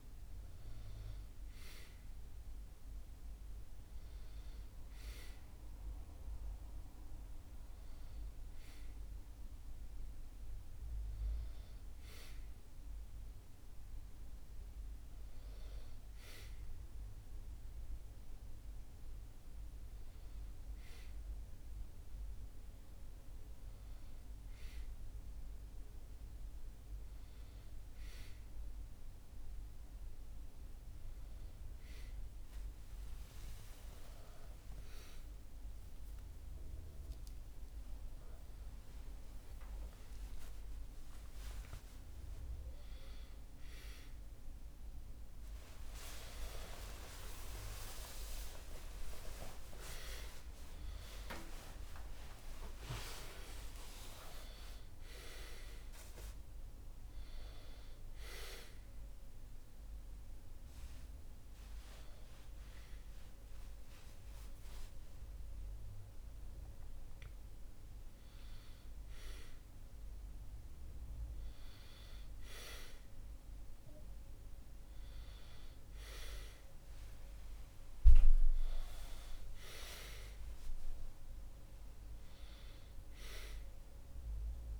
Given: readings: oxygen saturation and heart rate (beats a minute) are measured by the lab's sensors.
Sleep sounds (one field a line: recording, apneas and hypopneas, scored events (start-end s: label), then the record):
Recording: a person awake in a sleep study, by a room microphone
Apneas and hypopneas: none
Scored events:
none scored
From the record:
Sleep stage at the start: awake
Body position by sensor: on the back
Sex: male